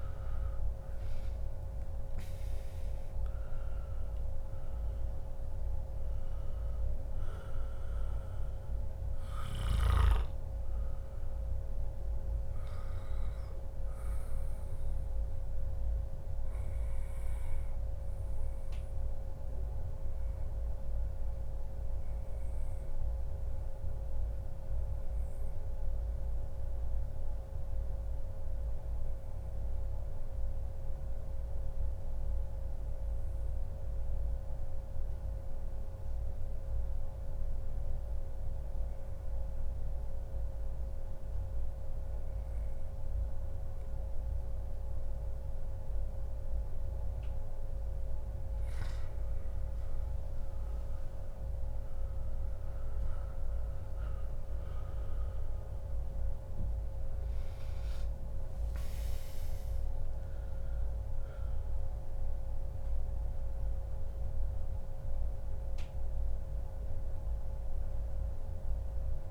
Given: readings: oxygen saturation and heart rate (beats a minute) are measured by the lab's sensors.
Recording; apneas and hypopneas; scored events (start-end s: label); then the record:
breathing in sleep, hard to hear, by a room microphone; 1
0.00-17.50 s: oxygen desaturation (device-marked, oxygen 92% lowest, heart rate 99 extreme)
15.50-17.50 s: long interval between heartbeats (device-marked, heart rate 143 before, 115 extreme)
15.50-47.00 s: obstructive apnea (oxygen 97% before, 91% lowest, heart rate 143 before, 101 extreme, up 34 after)
38.00-40.00 s: long interval between heartbeats (device-marked, heart rate 117 before, 111 extreme)
43.50-45.50 s: long interval between heartbeats (device-marked, heart rate 119 before, 117 extreme)
50.00-54.50 s: arousal
From the record:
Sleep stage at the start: N2 (light sleep); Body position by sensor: on the back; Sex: male